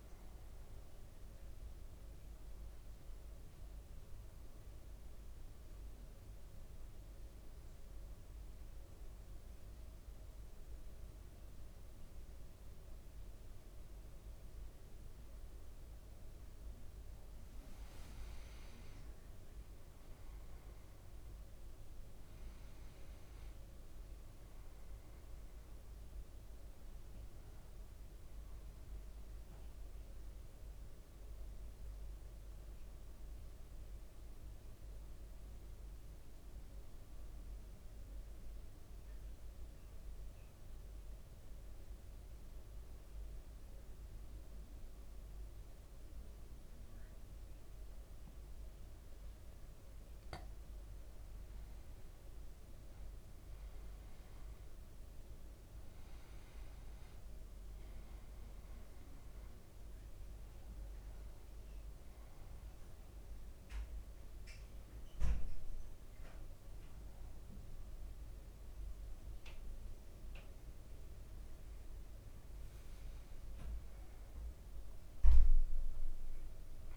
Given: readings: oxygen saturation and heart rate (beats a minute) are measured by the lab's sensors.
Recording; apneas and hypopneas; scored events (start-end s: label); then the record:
breathing in sleep, hard to hear, by a room microphone; 2
1.50-15.50 s: obstructive apnea (oxygen 99% before, 94% lowest, heart rate 56 before, 52 extreme, up 6 after)
18.00-22.50 s: arousal
33.00-50.50 s: mixed apnea (oxygen 97% before, 94% lowest, heart rate 57 before, 52 extreme, up 7 after)
52.50-57.00 s: arousal
62.00-76.97 s: oxygen desaturation (device-marked, oxygen 98% before, 94% lowest, heart rate 56 before, 53 extreme)
From the record:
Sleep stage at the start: N2 (light sleep); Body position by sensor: on the back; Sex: male